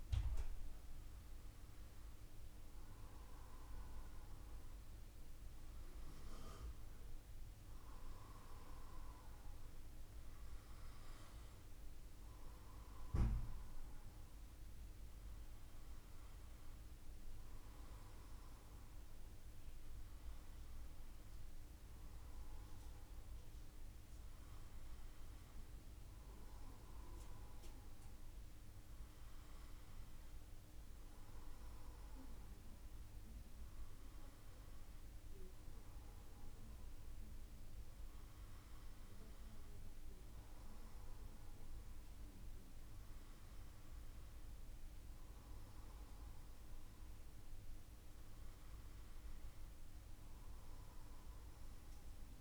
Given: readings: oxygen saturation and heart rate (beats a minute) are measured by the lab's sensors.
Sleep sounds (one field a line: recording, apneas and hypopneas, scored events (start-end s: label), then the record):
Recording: breathing in sleep, hard to hear, by a room microphone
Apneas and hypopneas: none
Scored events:
none scored
From the record:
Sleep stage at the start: N1 (lightest sleep)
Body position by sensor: on the back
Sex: male